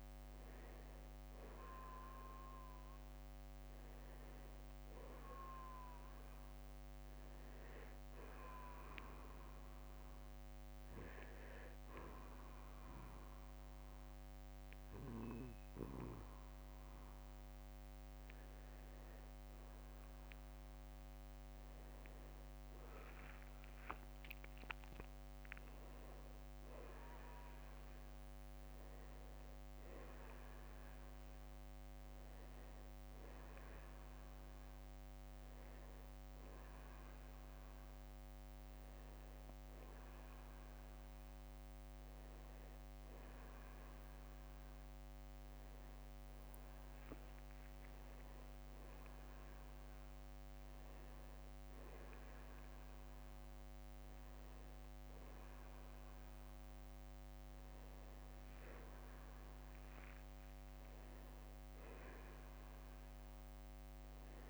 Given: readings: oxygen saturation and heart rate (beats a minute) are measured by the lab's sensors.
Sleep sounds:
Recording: breathing in sleep, hard to hear, by a microphone on the trachea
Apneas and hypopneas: 1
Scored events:
0.00-12.50 s: oxygen desaturation (device-marked, oxygen 90% lowest, heart rate 48 extreme)
8.50-19.50 s: hypopnea (oxygen 95% before, 91% lowest, heart rate 60 before, 48 extreme, up 6 after)
10.00-12.00 s: long interval between heartbeats (device-marked, heart rate 59 before, 60 extreme)
21.50-25.50 s: arousal
33.50-63.50 s: new sleep stage, N1 (lightest sleep)
37.00-39.00 s: long interval between heartbeats (device-marked, heart rate 54 before, 59 extreme)
59.00-62.50 s: arousal
63.50-64.50 s: new sleep stage, N2 (light sleep)
From the record:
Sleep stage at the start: N2 (light sleep)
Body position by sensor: on the back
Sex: male

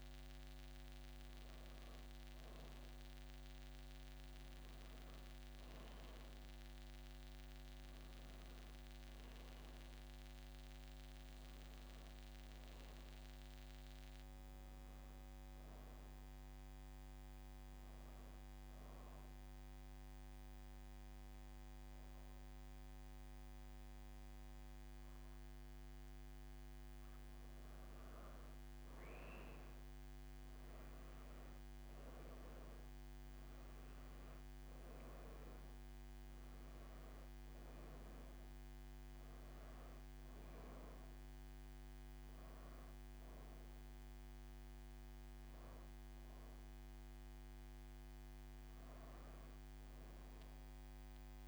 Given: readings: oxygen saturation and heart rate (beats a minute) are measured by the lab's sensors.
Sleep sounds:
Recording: breathing in sleep, hard to hear, by a microphone on the trachea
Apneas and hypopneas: 1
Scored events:
5.50-51.48 s: new sleep stage, N2 (light sleep)
7.50-11.00 s: arousal
18.00-28.50 s: obstructive apnea (oxygen 94% before, 89% lowest)
33.50-51.48 s: oxygen desaturation (device-marked, oxygen 93% before, 89% lowest)
35.50-39.00 s: arousal
From the record:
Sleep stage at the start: N1 (lightest sleep)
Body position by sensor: on the back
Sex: female

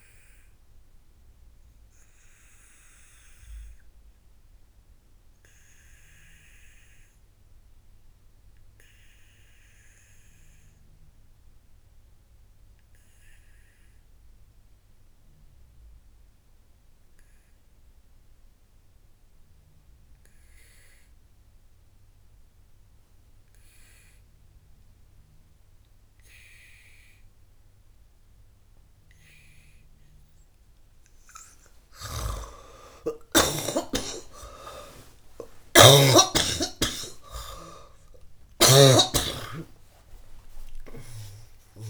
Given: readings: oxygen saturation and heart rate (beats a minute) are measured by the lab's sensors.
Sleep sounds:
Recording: breathing in sleep by a room microphone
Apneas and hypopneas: 1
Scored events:
0.00-17.00 s: oxygen desaturation (device-marked, oxygen 91% lowest, heart rate 53 extreme)
2.50-32.50 s: obstructive apnea (oxygen 99% before, 91% lowest)
32.50-39.50 s: snoring (device-marked)
33.00-41.90 s: oxygen desaturation (device-marked, oxygen 98% before, 94% lowest)
40.00-41.90 s: new sleep stage, awake
From the record:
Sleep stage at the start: N2 (light sleep)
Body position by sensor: on the back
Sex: female

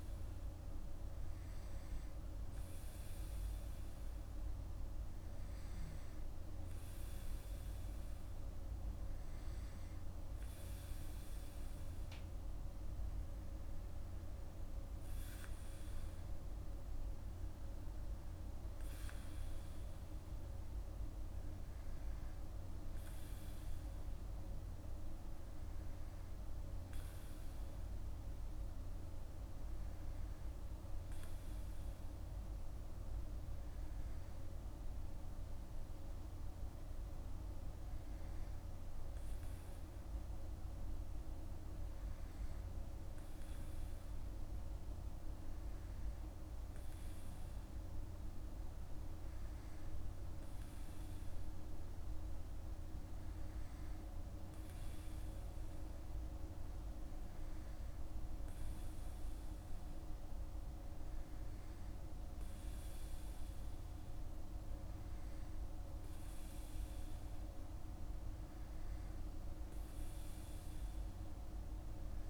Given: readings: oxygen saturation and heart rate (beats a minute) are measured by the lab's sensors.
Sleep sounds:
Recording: breathing in sleep, hard to hear, by a room microphone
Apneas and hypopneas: none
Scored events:
none scored
From the record:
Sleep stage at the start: N2 (light sleep)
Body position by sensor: on the back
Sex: male

